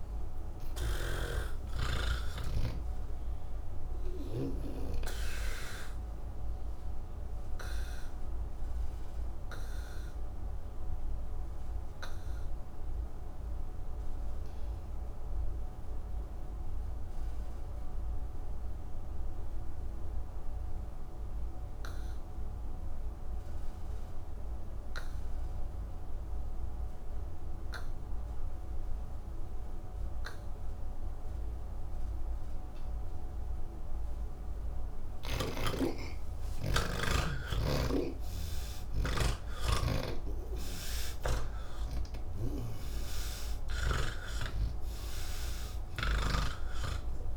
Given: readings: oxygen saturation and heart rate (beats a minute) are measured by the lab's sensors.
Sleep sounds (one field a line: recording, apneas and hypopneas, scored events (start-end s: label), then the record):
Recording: breathing in sleep by a room microphone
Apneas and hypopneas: 1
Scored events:
0.00-4.50 s: snoring (device-marked)
0.00-22.00 s: oxygen desaturation (device-marked, oxygen 84% lowest, heart rate 54 extreme)
8.00-35.00 s: obstructive apnea (oxygen 98% before, 81% lowest, heart rate 85 before, 75 extreme, up 32 after)
31.00-47.37 s: oxygen desaturation (device-marked, oxygen 97% before, 81% lowest, heart rate 110 before, 63 extreme)
37.50-44.00 s: snoring (device-marked)
46.00-47.37 s: snoring (device-marked)
From the record:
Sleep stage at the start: N3 (deep sleep)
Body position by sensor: on the back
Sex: male